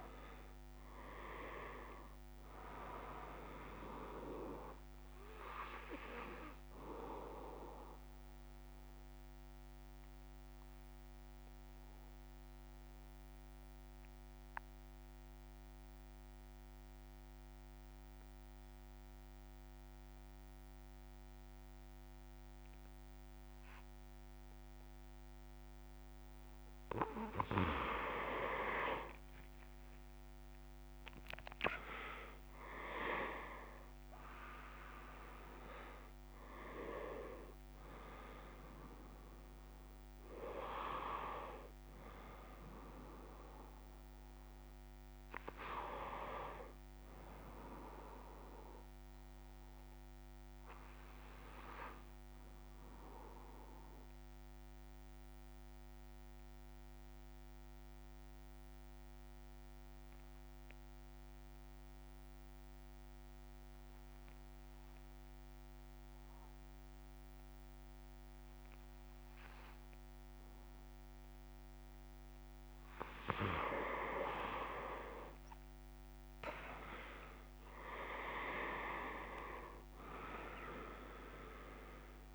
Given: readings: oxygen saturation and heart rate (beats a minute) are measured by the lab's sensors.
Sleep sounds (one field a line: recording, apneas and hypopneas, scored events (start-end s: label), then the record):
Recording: breathing in sleep by a microphone on the trachea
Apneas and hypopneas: 2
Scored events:
1.50-21.50 s: oxygen desaturation (device-marked, oxygen 98% before, 95% lowest)
9.00-26.50 s: obstructive apnea (oxygen 98% before, 94% lowest)
36.50-56.50 s: oxygen desaturation (device-marked, oxygen 99% before, 94% lowest)
55.00-73.00 s: mixed apnea (oxygen 99% before, 95% lowest)
64.50-82.34 s: new sleep stage, N2 (light sleep)
From the record:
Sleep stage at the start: N1 (lightest sleep)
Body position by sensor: on the back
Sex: male